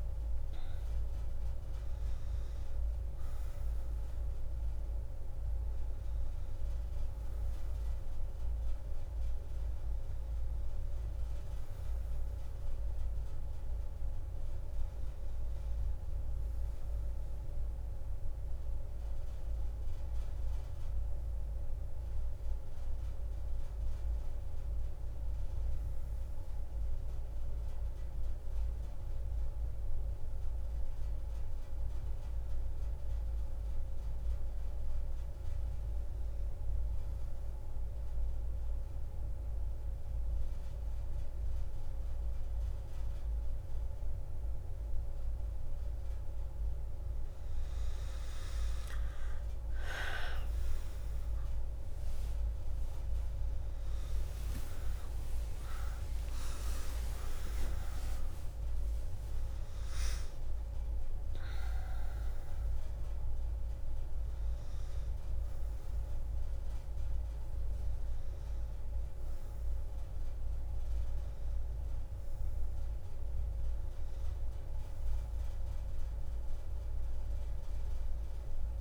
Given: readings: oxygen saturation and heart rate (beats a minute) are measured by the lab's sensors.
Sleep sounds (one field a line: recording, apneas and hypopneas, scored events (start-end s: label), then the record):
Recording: a person awake in a sleep study, hard to hear, by a room microphone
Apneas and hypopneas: none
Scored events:
0.00-18.50 s: oxygen desaturation (device-marked, oxygen 90% lowest)
36.50-77.50 s: oxygen desaturation (device-marked, oxygen 98% before, 91% lowest)
67.50-78.81 s: new sleep stage, N1 (lightest sleep)
76.50-78.81 s: tachycardia (device-marked)
From the record:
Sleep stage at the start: awake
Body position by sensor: on the back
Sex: female